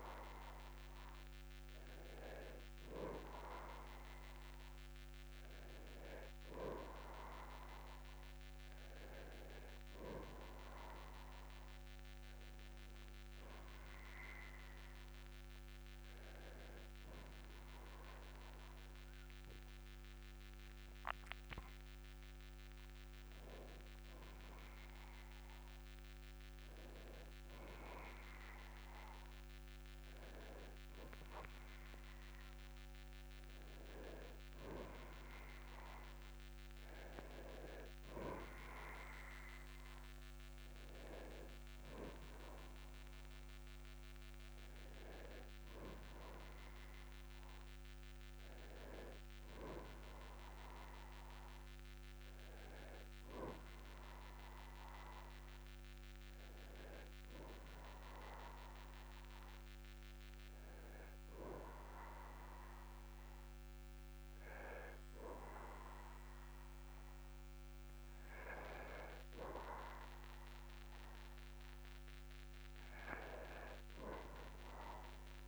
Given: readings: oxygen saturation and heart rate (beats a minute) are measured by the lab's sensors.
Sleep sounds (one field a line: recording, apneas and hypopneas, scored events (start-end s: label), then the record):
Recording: a person partly awake in a sleep study, by a microphone on the trachea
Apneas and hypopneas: none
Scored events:
6.50-75.48 s: new sleep stage, N1 (lightest sleep)
From the record:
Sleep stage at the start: awake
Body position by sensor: on the back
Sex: male